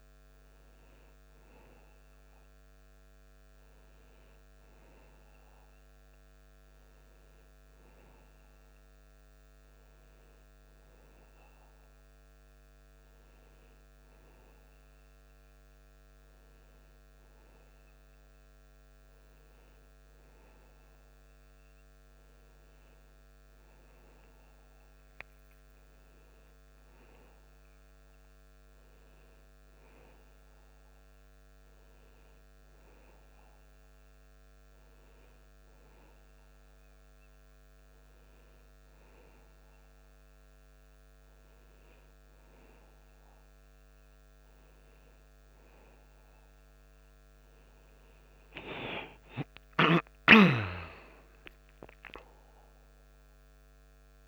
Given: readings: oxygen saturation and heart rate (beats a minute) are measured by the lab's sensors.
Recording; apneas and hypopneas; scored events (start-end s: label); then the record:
breathing in sleep by a microphone on the trachea; none
48.00-52.50 s: arousal
From the record:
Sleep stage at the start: N2 (light sleep); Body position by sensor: on the back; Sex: male